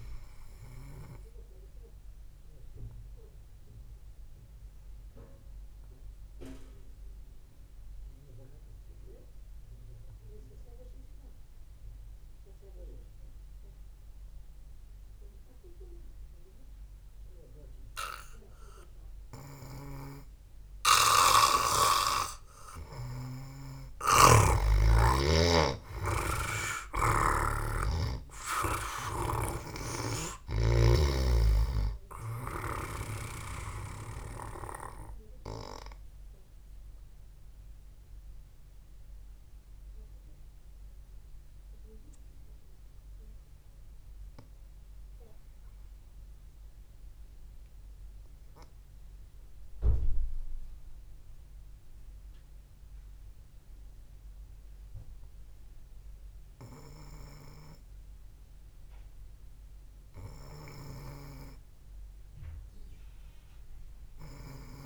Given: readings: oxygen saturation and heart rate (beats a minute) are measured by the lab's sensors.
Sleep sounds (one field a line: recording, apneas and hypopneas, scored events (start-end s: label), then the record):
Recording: breathing in sleep by a room microphone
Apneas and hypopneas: 2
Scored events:
0.00-6.00 s: oxygen desaturation (device-marked, oxygen 93% lowest, heart rate 52 extreme)
5.00-21.00 s: obstructive apnea (oxygen 97% before, 89% lowest, heart rate 63 before, 52 extreme)
14.00-19.00 s: oxygen desaturation (device-marked, oxygen 94% before, 91% lowest, heart rate 61 before, 52 extreme)
25.00-28.50 s: arousal
25.00-28.50 s: snoring (device-marked)
32.00-55.00 s: oxygen desaturation (device-marked, oxygen 96% before, 89% lowest, heart rate 59 before, 52 extreme)
37.00-58.00 s: mixed apnea (oxygen 97% before, 84% lowest, heart rate 58 before, 52 extreme, up 0 after)
62.50-64.86 s: arousal
From the record:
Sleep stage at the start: N2 (light sleep)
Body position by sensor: on the back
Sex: male